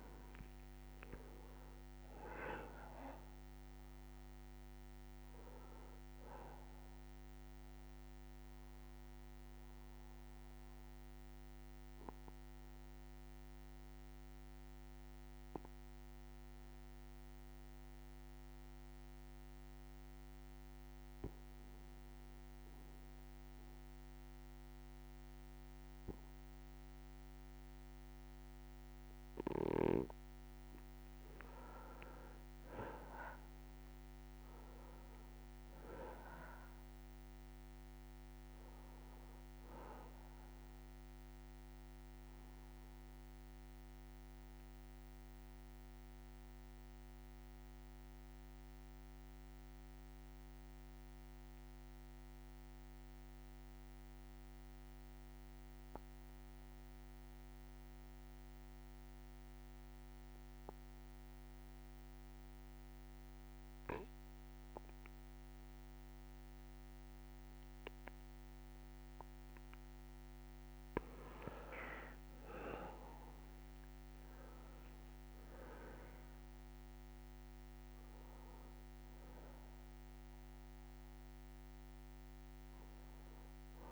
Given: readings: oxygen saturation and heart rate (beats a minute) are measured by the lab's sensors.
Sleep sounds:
breathing in sleep by a microphone on the trachea; 2
0.00-18.50 s: oxygen desaturation (device-marked, oxygen 88% lowest, heart rate 60 extreme)
6.00-28.50 s: obstructive apnea (oxygen 98% before, 88% lowest, heart rate 65 before, 59 extreme, up 6 after)
30.50-34.50 s: arousal
32.50-51.50 s: oxygen desaturation (device-marked, oxygen 99% before, 93% lowest, heart rate 61 before, 59 extreme)
43.00-69.50 s: obstructive apnea (oxygen 99% before, 91% lowest, heart rate 63 before, 59 extreme, up 3 after)
45.50-51.50 s: bradycardia (device-marked, heart rate 63 before, 59 extreme)
68.50-83.92 s: oxygen desaturation (device-marked, oxygen 99% before, 91% lowest, heart rate 61 before, 61 extreme)
71.50-75.50 s: arousal
79.50-83.92 s: new sleep stage, awake
From the record:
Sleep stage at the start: N2 (light sleep); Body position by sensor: on the back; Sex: male

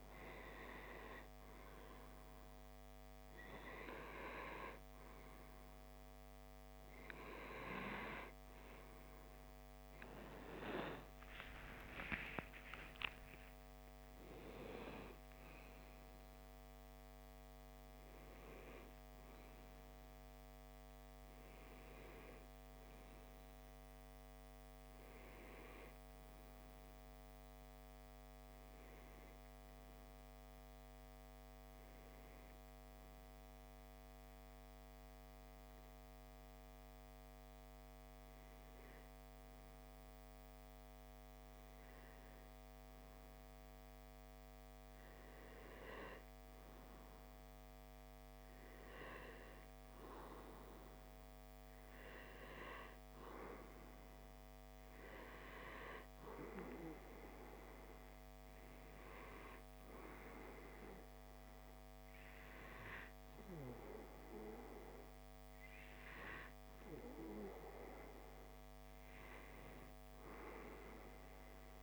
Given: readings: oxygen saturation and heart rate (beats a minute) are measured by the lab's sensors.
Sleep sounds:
breathing in sleep by a microphone on the trachea; none
10.00-14.50 s: arousal
From the record:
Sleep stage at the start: N2 (light sleep); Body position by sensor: on the left side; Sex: male

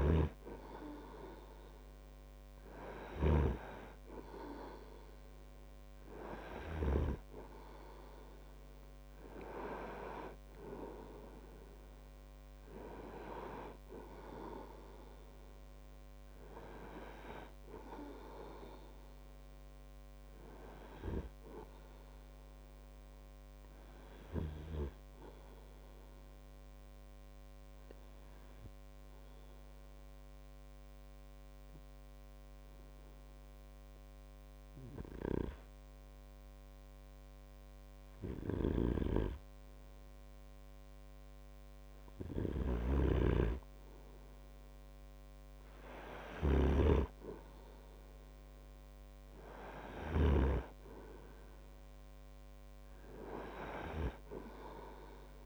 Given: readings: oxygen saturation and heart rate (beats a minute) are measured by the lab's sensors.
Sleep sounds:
breathing in sleep by a microphone on the trachea; 1
26.00-40.50 s: obstructive apnea (oxygen 97% before, 95% lowest)
39.00-50.50 s: snoring (device-marked)
47.00-55.46 s: new sleep stage, N2 (light sleep)
47.50-53.00 s: arousal
From the record:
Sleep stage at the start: REM sleep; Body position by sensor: on the right side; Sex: male

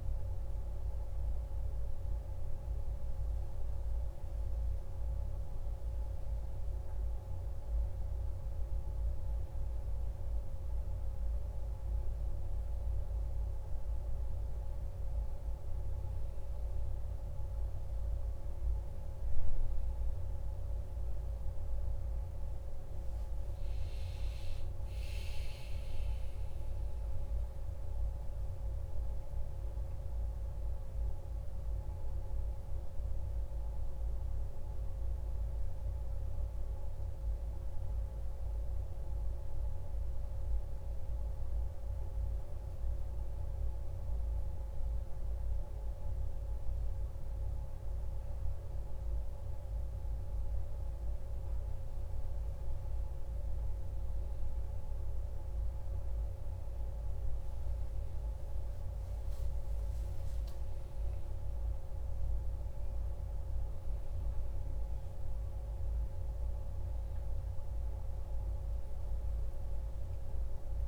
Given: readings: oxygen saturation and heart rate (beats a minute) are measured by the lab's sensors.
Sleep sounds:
a person partly awake in a sleep study, hard to hear, by a room microphone; 1
23.50-70.88 s: new sleep stage, N1 (lightest sleep)
28.00-48.00 s: hypopnea (oxygen 98% before, 96% lowest, heart rate 56 before, 55 extreme, up 3 after)
50.00-54.50 s: arousal
From the record:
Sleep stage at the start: awake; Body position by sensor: on the back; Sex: male

